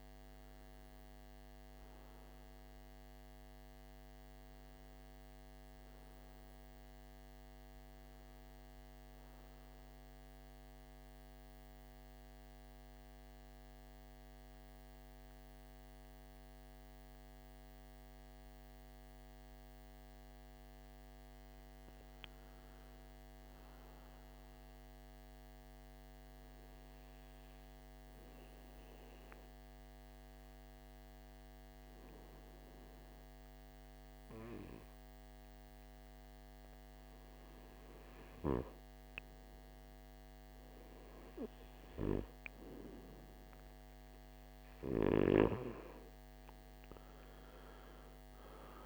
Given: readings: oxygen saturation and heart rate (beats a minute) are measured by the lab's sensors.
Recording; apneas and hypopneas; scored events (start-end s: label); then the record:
breathing in sleep by a microphone on the trachea; 2
10.00-20.50 s: central apnea (oxygen 98% before, 91% lowest, heart rate 59 before, 55 extreme, up 4 after)
21.00-24.00 s: arousal
29.00-39.00 s: hypopnea (oxygen 98% before, 90% lowest, heart rate 57 before, 58 extreme, up 4 after)
29.50-40.50 s: oxygen desaturation (device-marked, oxygen 97% before, 93% lowest, heart rate 57 before, 58 extreme)
41.50-45.00 s: arousal
46.50-48.86 s: oxygen desaturation (device-marked, oxygen 94% before, 91% lowest, heart rate 60 before, 58 extreme)
From the record:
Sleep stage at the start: N2 (light sleep); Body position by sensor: on the right side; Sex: male